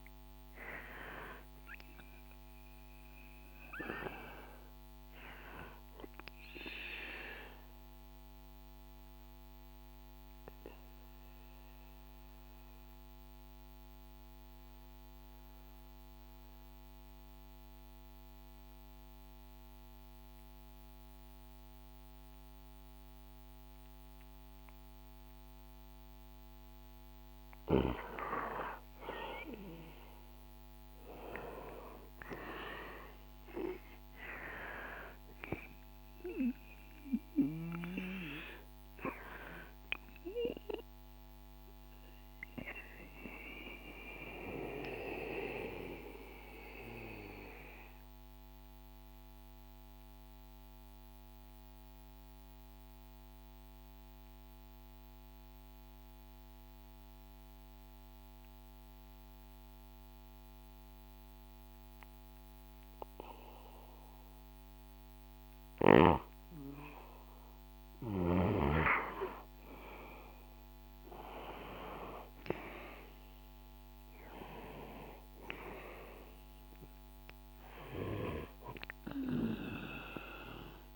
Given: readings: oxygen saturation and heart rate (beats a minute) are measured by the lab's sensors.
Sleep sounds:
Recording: breathing in sleep by a microphone on the trachea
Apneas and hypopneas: 2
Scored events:
0.00-18.00 s: oxygen desaturation (device-marked, oxygen 93% lowest, heart rate 62 extreme)
6.50-27.00 s: obstructive apnea (oxygen 98% before, 93% lowest, heart rate 68 before, 62 extreme, up 7 after)
29.00-32.50 s: arousal
40.50-68.00 s: mixed apnea (oxygen 98% before, 93% lowest, heart rate 68 before, 61 extreme, up 5 after)
69.50-74.50 s: arousal
72.00-80.96 s: oxygen desaturation (device-marked, oxygen 97% before, 93% lowest, heart rate 67 before, 61 extreme)
From the record:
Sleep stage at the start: N2 (light sleep)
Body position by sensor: on the back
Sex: male

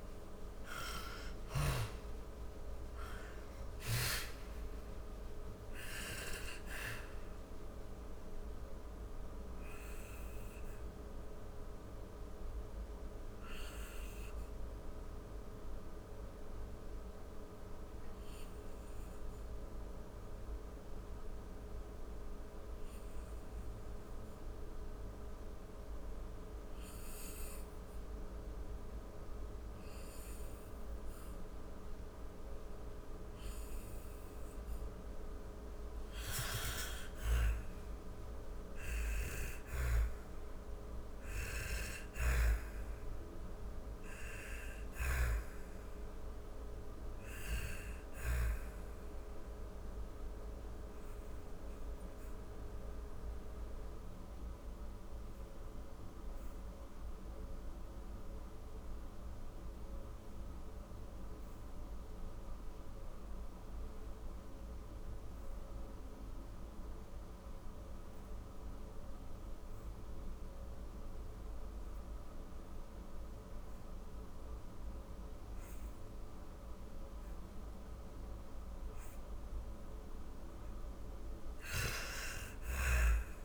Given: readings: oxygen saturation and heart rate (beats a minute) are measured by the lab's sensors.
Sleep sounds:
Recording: breathing in sleep by a room microphone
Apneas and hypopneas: 2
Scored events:
0.00-1.00 s: arousal
0.00-20.00 s: oxygen desaturation (device-marked, oxygen 84% lowest)
11.00-35.00 s: obstructive apnea (oxygen 97% before, 84% lowest, heart rate 86 before, 38 extreme, up 22 after)
37.50-41.00 s: arousal
39.00-54.00 s: oxygen desaturation (device-marked, oxygen 98% before, 94% lowest, heart rate 49 before, 36 extreme)
46.50-76.00 s: obstructive apnea (oxygen 99% before, 88% lowest, heart rate 56 before, 36 extreme)
73.00-83.45 s: oxygen desaturation (device-marked, oxygen 98% before, 88% lowest, heart rate 50 before, 54 extreme)
78.00-81.50 s: arousal
From the record:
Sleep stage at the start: N2 (light sleep)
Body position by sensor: on the back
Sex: female

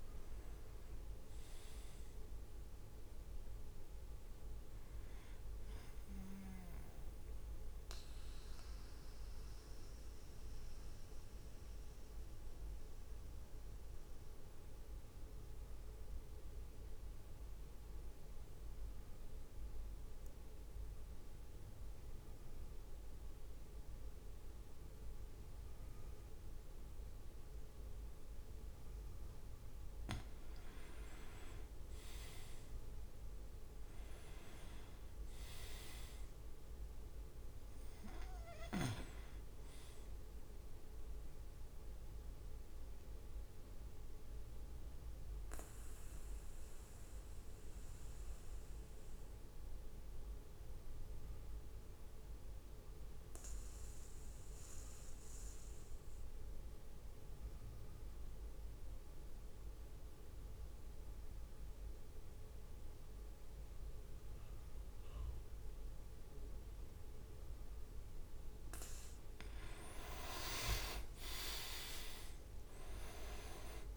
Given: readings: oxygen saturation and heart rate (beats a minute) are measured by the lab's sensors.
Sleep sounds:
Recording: breathing in sleep by a room microphone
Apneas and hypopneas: 2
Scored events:
0.00-1.00 s: arousal
0.00-5.00 s: drop in pulse transit time (device-marked, heart rate 56 extreme)
0.00-7.00 s: oxygen desaturation (device-marked, oxygen 95% lowest, heart rate 52 extreme)
9.00-29.00 s: mixed apnea (oxygen 100% before, 95% lowest, heart rate 58 before, 52 extreme, up 3 after)
31.50-34.50 s: arousal
43.50-68.00 s: mixed apnea (oxygen 99% before, 94% lowest, heart rate 56 before, 49 extreme, up 5 after)
70.00-71.50 s: leg movement (device-marked)
70.50-73.97 s: arousal
72.00-73.97 s: leg movement (device-marked)
From the record:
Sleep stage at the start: N2 (light sleep)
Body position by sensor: on the back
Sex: male

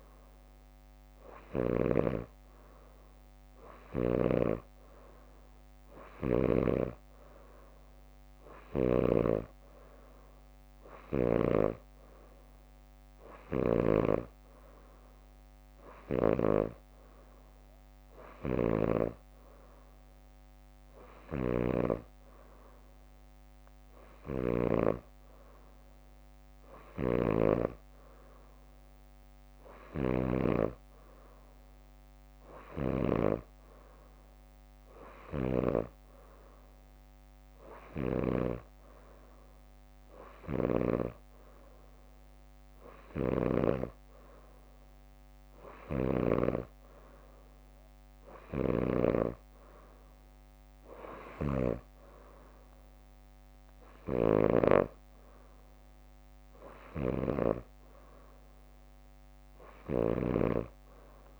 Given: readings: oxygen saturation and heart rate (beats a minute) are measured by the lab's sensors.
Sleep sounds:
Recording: breathing in sleep by a microphone on the trachea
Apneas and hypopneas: none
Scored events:
0.00-1.00 s: oxygen desaturation (device-marked, oxygen 89% lowest, heart rate 58 extreme)
0.50-2.50 s: leg movement (device-marked)
3.50-10.50 s: leg movement (device-marked)
27.00-28.50 s: leg movement (device-marked)
37.00-39.00 s: bradycardia (device-marked, heart rate 63 before, 66 extreme)
45.50-47.00 s: leg movement (device-marked)
From the record:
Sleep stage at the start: N3 (deep sleep)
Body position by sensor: on the back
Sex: female

